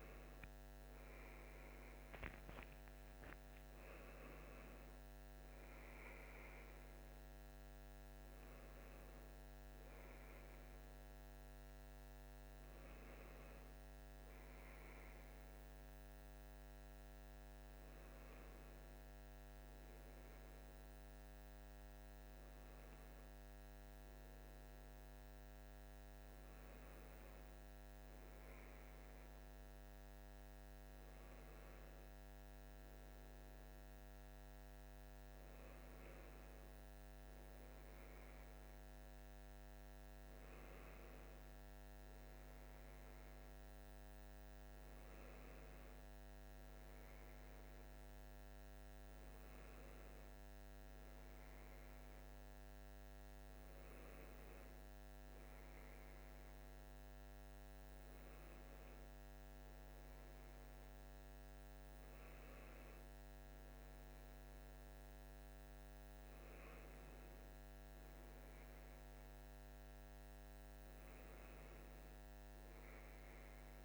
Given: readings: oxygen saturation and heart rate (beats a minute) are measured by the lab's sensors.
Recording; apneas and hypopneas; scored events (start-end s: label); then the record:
a person awake in a sleep study, hard to hear, by a microphone on the trachea; none
69.00-73.85 s: new sleep stage, N1 (lightest sleep)
From the record:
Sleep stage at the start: awake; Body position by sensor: on the left side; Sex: male